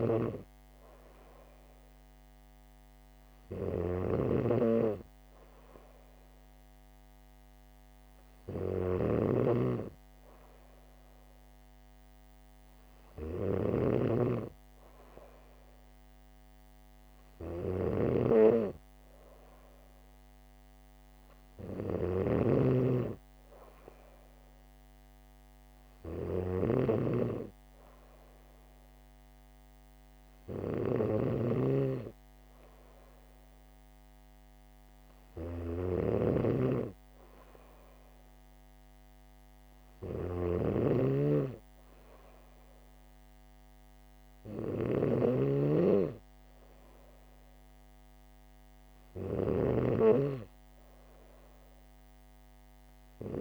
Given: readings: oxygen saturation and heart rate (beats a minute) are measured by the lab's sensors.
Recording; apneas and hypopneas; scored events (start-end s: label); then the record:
breathing in sleep by a microphone on the trachea; none
0.00-53.41 s: snoring (device-marked)
From the record:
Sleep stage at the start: N3 (deep sleep); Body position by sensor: on the back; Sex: female